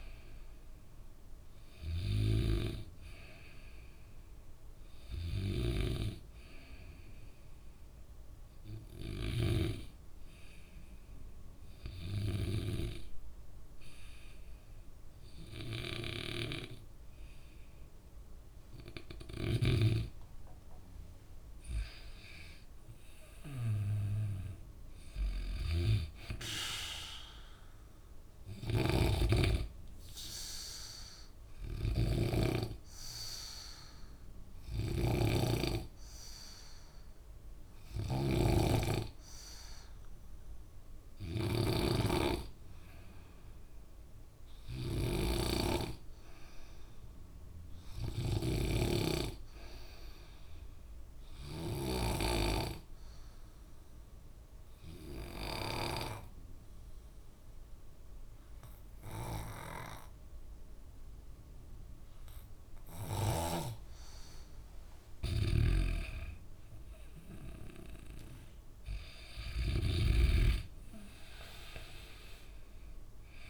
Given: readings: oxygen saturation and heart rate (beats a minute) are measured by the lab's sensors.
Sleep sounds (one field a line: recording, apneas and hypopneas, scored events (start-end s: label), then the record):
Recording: breathing in sleep by a room microphone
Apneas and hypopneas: 3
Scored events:
5.50-10.00 s: snoring (device-marked)
8.50-20.00 s: obstructive apnea (oxygen 95% before, 92% lowest, heart rate 68 before, 64 extreme, up 7 after)
21.50-25.00 s: arousal
24.00-35.00 s: oxygen desaturation (device-marked, oxygen 95% before, 92% lowest, heart rate 67 before, 64 extreme)
28.50-52.50 s: snoring (device-marked)
30.50-41.00 s: hypopnea (oxygen 95% before, 92% lowest, heart rate 69 before, 64 extreme, up 2 after)
42.50-46.50 s: arousal
52.00-64.50 s: obstructive apnea (oxygen 97% before, 92% lowest, heart rate 66 before, 63 extreme, up 5 after)
65.50-70.50 s: snoring (device-marked)
66.50-69.50 s: arousal
70.00-73.50 s: oxygen desaturation (device-marked, oxygen 95% before, 92% lowest, heart rate 69 before, 63 extreme)
From the record:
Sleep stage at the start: N2 (light sleep)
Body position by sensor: on the back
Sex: male